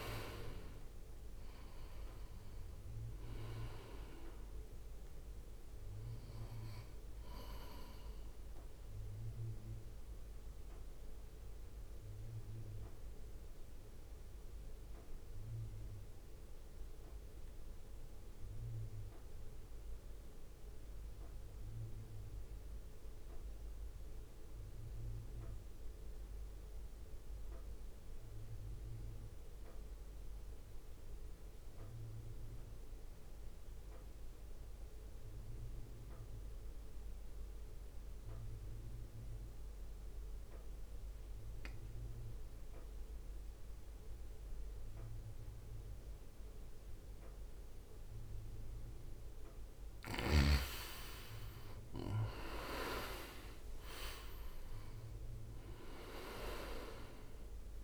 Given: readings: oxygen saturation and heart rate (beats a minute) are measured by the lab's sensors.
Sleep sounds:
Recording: breathing in sleep by a room microphone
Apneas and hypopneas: 1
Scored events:
0.00-11.00 s: drop in pulse transit time (device-marked, heart rate 54 extreme)
3.00-33.00 s: oxygen desaturation (device-marked, oxygen 96% before, 82% lowest, heart rate 58 before, 54 extreme)
8.50-48.50 s: mixed apnea (oxygen 99% before, 82% lowest, heart rate 57 before, 55 extreme, up 9 after)
49.00-57.84 s: oxygen desaturation (device-marked, oxygen 97% before, 82% lowest, heart rate 63 before, 58 extreme)
51.00-56.00 s: arousal
53.00-57.84 s: drop in pulse transit time (device-marked, heart rate 62 before, 58 extreme)
From the record:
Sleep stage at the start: N2 (light sleep)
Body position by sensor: on the right side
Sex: male

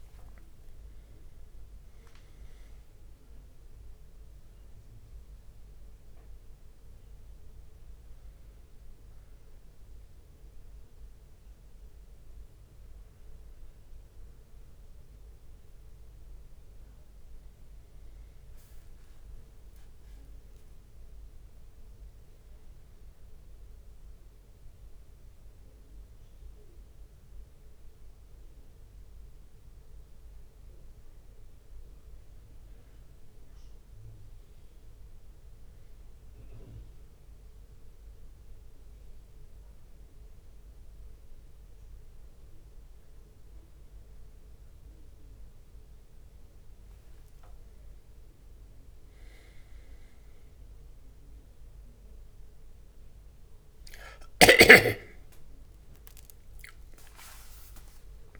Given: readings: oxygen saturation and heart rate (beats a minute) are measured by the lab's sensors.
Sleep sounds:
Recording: a person awake in a sleep study, by a room microphone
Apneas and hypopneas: none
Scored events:
0.00-1.50 s: long interval between heartbeats (device-marked, heart rate 104 extreme)
0.00-1.50 s: tachycardia (device-marked, heart rate 105 extreme)
2.50-7.50 s: leg movement (device-marked)
8.00-17.00 s: leg movement (device-marked)
26.50-39.50 s: drop in pulse transit time (device-marked, heart rate 66 before, 66 extreme)
40.00-50.00 s: leg movement (device-marked)
50.50-58.40 s: drop in pulse transit time (device-marked, heart rate 66 before, 67 extreme)
54.50-58.40 s: leg movement (device-marked)
56.50-58.40 s: tachycardia (device-marked, heart rate 71 before, 159 extreme)
From the record:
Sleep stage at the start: awake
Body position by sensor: on the back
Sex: male

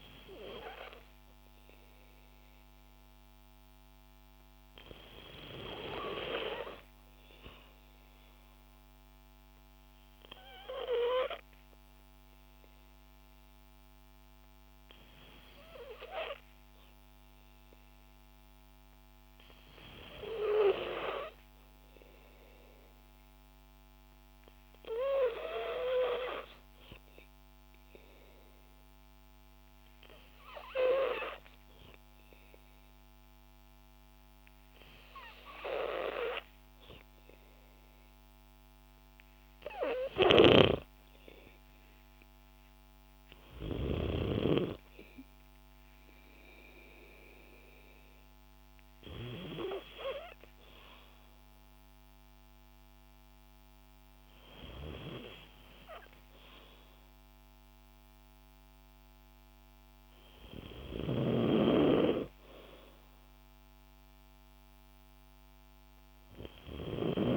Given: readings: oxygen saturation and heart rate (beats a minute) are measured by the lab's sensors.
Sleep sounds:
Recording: breathing in sleep by a microphone on the trachea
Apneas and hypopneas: 1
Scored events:
23.00-35.50 s: obstructive apnea (oxygen 95% before, 91% lowest, heart rate 58 before, 57 extreme, up 2 after)
38.00-41.50 s: arousal
From the record:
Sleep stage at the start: N2 (light sleep)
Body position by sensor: on the back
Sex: female

